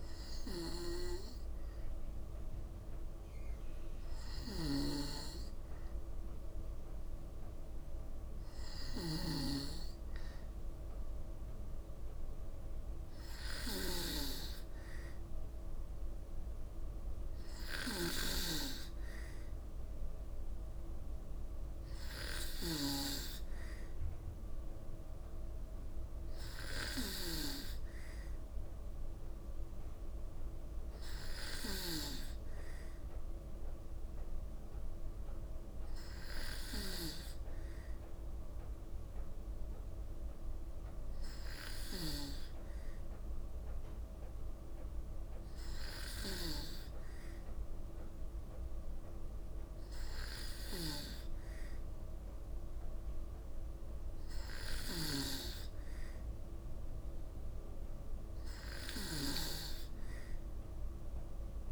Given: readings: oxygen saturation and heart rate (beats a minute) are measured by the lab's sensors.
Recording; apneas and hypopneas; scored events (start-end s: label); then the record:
breathing in sleep by a room microphone; none
4.00-9.00 s: snoring (device-marked)
From the record:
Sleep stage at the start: N2 (light sleep); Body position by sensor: on the back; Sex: female